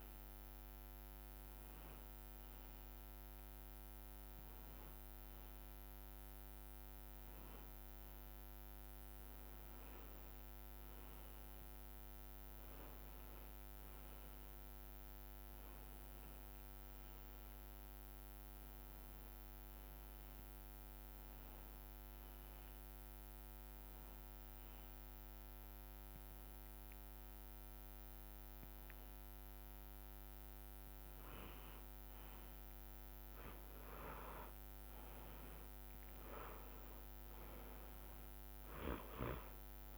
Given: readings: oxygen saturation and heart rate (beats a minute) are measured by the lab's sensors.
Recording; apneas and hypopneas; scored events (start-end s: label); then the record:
breathing in sleep, hard to hear, by a microphone on the trachea; 1
1.50-5.50 s: bradycardia (device-marked, heart rate 77 before, 59 extreme)
21.50-31.50 s: hypopnea (oxygen 97% before, 92% lowest, heart rate 61 before, 60 extreme, up 1 after)
23.50-39.98 s: drop in pulse transit time (device-marked, heart rate 61 before, 60 extreme)
33.50-37.00 s: arousal
37.50-39.98 s: oxygen desaturation (device-marked, oxygen 96% before, 92% lowest, heart rate 61 before, 60 extreme)
From the record:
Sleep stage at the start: N2 (light sleep); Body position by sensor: on the back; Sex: male